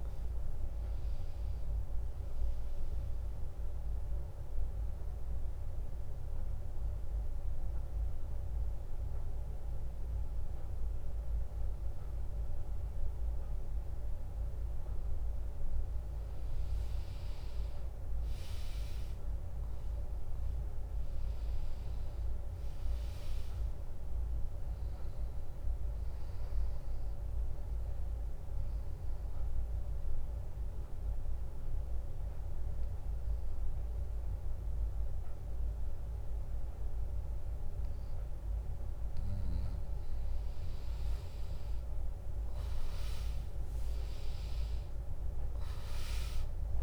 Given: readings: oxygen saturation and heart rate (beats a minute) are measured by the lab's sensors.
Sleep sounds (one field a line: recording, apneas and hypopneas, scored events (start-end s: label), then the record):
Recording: breathing in sleep, hard to hear, by a room microphone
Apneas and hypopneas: 2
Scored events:
1.00-14.00 s: drop in pulse transit time (device-marked, heart rate 75 before, 75 extreme)
4.50-16.00 s: obstructive apnea (oxygen 100% before, 96% lowest, heart rate 74 before, 61 extreme)
18.00-22.00 s: arousal
28.00-38.00 s: drop in pulse transit time (device-marked, heart rate 72 before, 70 extreme)
28.50-39.50 s: obstructive apnea (oxygen 100% before, 96% lowest, heart rate 72 before, 60 extreme)
42.00-46.50 s: arousal
From the record:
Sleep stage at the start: N2 (light sleep)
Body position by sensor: on the back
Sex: female